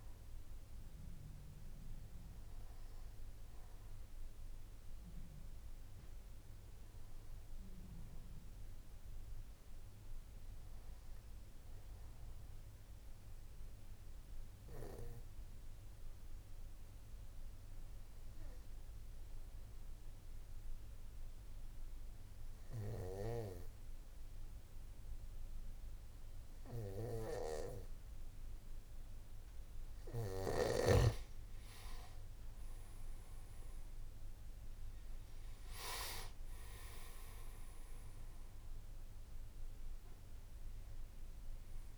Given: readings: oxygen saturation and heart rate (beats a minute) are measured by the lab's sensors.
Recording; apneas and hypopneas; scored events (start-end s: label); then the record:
breathing in sleep by a room microphone; 1
13.50-32.00 s: obstructive apnea (oxygen 98% before, 92% lowest, heart rate 55 before, 53 extreme, up 12 after)
34.00-41.98 s: oxygen desaturation (device-marked, oxygen 96% before, 92% lowest, heart rate 55 before, 56 extreme)
From the record:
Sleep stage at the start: N3 (deep sleep); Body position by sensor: on the back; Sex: male